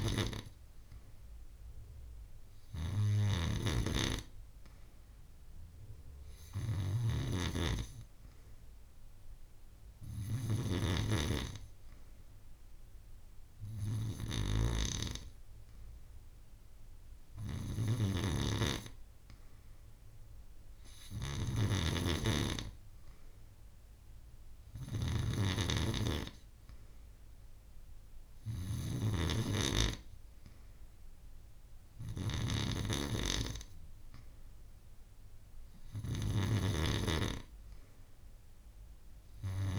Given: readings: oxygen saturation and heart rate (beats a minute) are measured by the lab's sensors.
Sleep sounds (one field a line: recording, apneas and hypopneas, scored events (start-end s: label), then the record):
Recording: breathing in sleep by a room microphone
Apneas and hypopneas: none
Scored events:
none scored
From the record:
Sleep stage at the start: N2 (light sleep)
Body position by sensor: on the back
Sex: female